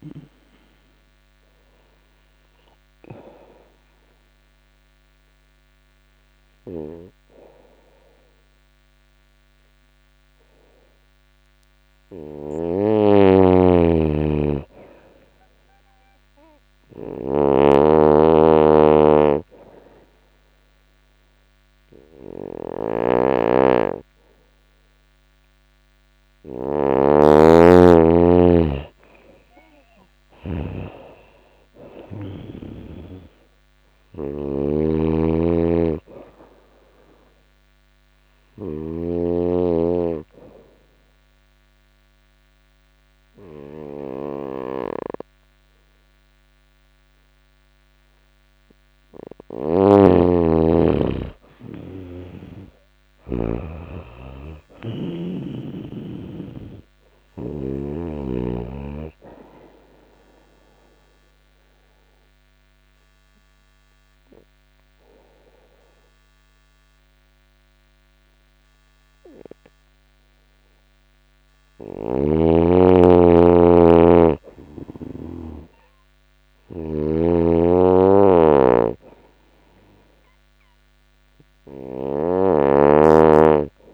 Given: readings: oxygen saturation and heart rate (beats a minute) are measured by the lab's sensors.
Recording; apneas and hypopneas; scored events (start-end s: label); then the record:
breathing in sleep by a microphone on the trachea; 3
0.00-12.00 s: oxygen desaturation (device-marked, oxygen 91% lowest, heart rate 85 extreme)
11.50-14.50 s: arousal
11.50-30.00 s: snoring (device-marked)
16.50-27.00 s: obstructive apnea (oxygen 97% before, 90% lowest, heart rate 87 before, 85 extreme, up 5 after)
27.00-32.00 s: oxygen desaturation (device-marked, oxygen 97% before, 91% lowest, heart rate 86 before, 85 extreme)
29.00-32.50 s: arousal
34.50-49.50 s: snoring (device-marked)
39.50-49.50 s: obstructive apnea (oxygen 97% before, 89% lowest, heart rate 88 before, 84 extreme, up 5 after)
43.00-51.00 s: oxygen desaturation (device-marked, oxygen 94% before, 90% lowest, heart rate 88 before, 84 extreme)
52.00-56.00 s: arousal
59.50-71.00 s: obstructive apnea (oxygen 96% before, 89% lowest, heart rate 87 before, 84 extreme, up 1 after)
63.00-74.00 s: oxygen desaturation (device-marked, oxygen 96% before, 91% lowest, heart rate 88 before, 84 extreme)
74.50-77.50 s: arousal
76.00-83.94 s: snoring (device-marked)
From the record:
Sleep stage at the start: N2 (light sleep); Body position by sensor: on the right side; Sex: female